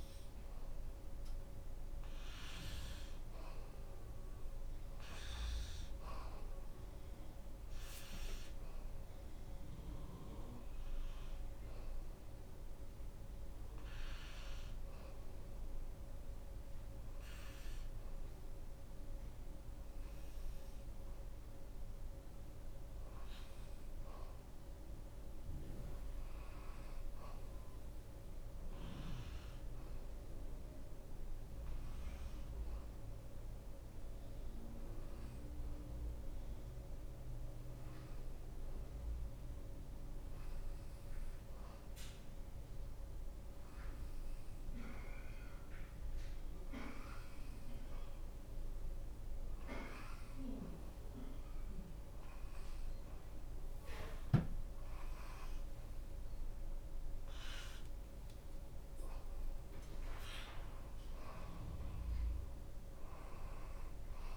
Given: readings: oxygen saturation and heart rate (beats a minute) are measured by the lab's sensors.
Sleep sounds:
breathing in sleep by a room microphone; none
32.50-49.50 s: drop in pulse transit time (device-marked, heart rate 91 before, 85 extreme)
57.00-59.00 s: long interval between heartbeats (device-marked, heart rate 89 before, 92 extreme)
57.50-62.00 s: arousal
From the record:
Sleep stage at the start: N2 (light sleep); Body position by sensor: on the back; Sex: female

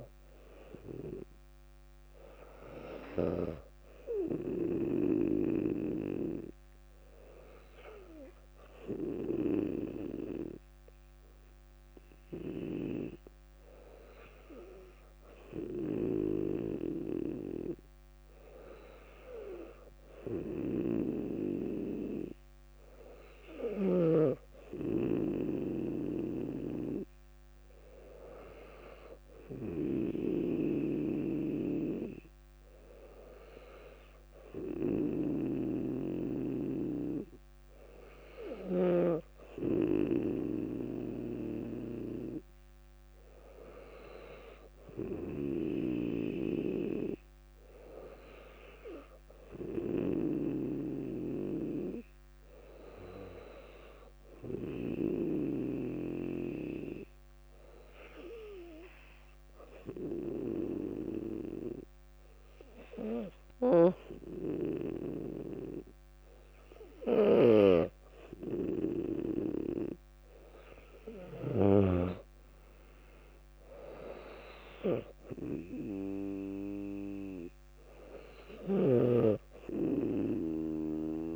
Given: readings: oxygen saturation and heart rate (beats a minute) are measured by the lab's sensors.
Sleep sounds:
breathing in sleep by a microphone on the trachea; 1
45.00-49.00 s: arousal
55.00-68.50 s: obstructive apnea (oxygen 98% before, 96% lowest, heart rate 60 before, 57 extreme, up 4 after)
71.50-75.50 s: arousal
From the record:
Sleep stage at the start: N2 (light sleep); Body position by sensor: on the back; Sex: female

